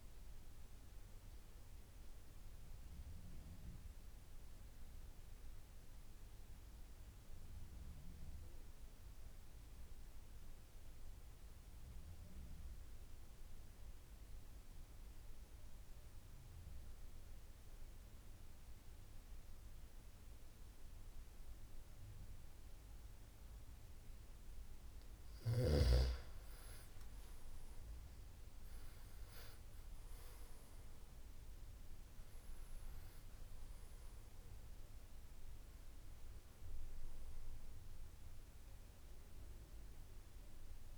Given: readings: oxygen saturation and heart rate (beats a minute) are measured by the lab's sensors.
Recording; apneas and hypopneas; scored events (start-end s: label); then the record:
breathing in sleep, hard to hear, by a room microphone; 1
0.00-12.50 s: oxygen desaturation (device-marked, oxygen 85% lowest, heart rate 65 extreme)
6.50-25.00 s: mixed apnea (oxygen 97% before, 85% lowest, heart rate 78 before, 67 extreme, up 17 after)
23.50-40.98 s: oxygen desaturation (device-marked, oxygen 97% before, 85% lowest, heart rate 72 before, 67 extreme)
28.00-31.50 s: arousal
From the record:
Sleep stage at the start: N2 (light sleep); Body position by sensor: on the back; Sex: male